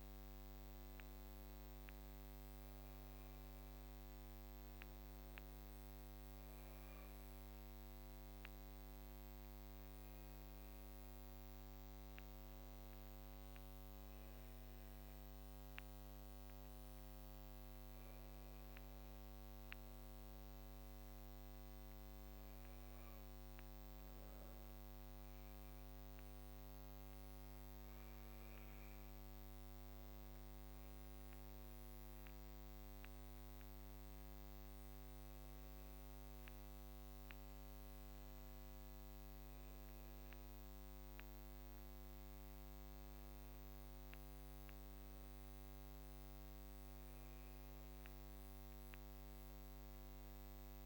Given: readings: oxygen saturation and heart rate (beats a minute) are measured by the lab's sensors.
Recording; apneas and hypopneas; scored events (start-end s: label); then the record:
breathing in sleep, hard to hear, by a microphone on the trachea; none
none scored
From the record:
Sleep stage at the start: N2 (light sleep); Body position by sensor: on the back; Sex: female